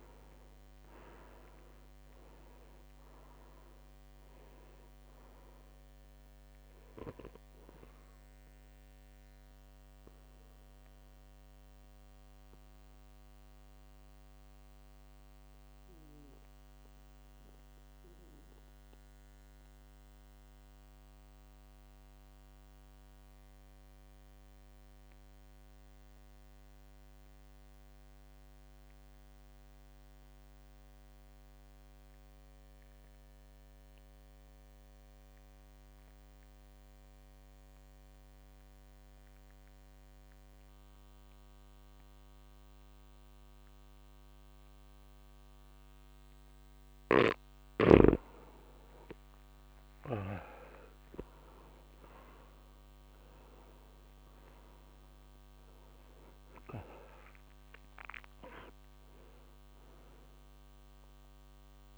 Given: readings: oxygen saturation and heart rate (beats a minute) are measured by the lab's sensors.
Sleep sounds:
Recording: breathing in sleep by a microphone on the trachea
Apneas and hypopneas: 1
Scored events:
0.00-25.50 s: oxygen desaturation (device-marked, oxygen 83% lowest, heart rate 53 extreme)
8.50-46.50 s: mixed apnea (oxygen 100% before, 83% lowest, heart rate 57 before, 53 extreme, up 2 after)
43.50-61.98 s: oxygen desaturation (device-marked, oxygen 99% before, 83% lowest, heart rate 56 before, 55 extreme)
47.00-50.50 s: snoring (device-marked)
51.50-57.50 s: arousal
54.50-61.98 s: drop in pulse transit time (device-marked, heart rate 56 before, 55 extreme)
From the record:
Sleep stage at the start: N2 (light sleep)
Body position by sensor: on the back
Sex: male

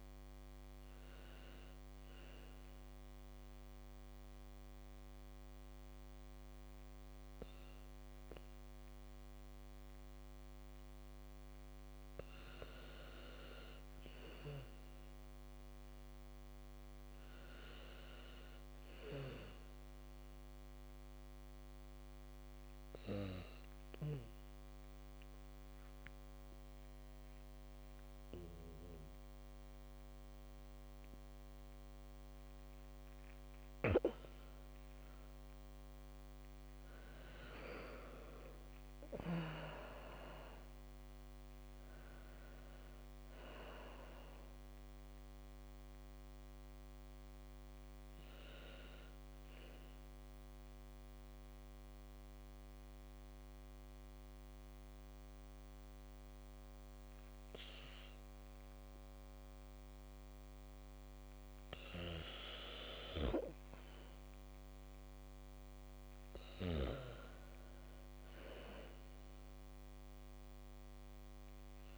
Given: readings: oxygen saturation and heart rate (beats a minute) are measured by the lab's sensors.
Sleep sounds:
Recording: breathing in sleep by a microphone on the trachea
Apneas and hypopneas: 2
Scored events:
1.50-9.50 s: oxygen desaturation (device-marked, oxygen 96% before, 92% lowest, heart rate 74 before, 68 extreme)
17.00-20.50 s: arousal
22.50-33.50 s: oxygen desaturation (device-marked, oxygen 97% before, 93% lowest, heart rate 73 before, 58 extreme)
23.00-35.50 s: obstructive apnea (oxygen 97% before, 87% lowest, heart rate 73 before, 58 extreme)
34.50-37.50 s: bradycardia (device-marked, heart rate 72 before, 63 extreme)
37.00-41.00 s: arousal
38.50-59.50 s: oxygen desaturation (device-marked, oxygen 97% before, 87% lowest, heart rate 71 before, 66 extreme)
51.50-64.50 s: mixed apnea (oxygen 97% before, 87% lowest, heart rate 69 before, 66 extreme)
67.50-71.50 s: arousal
70.50-71.97 s: oxygen desaturation (device-marked, oxygen 98% before, 92% lowest, heart rate 72 before, 48 extreme)
From the record:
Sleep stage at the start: N2 (light sleep)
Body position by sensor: on the back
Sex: female

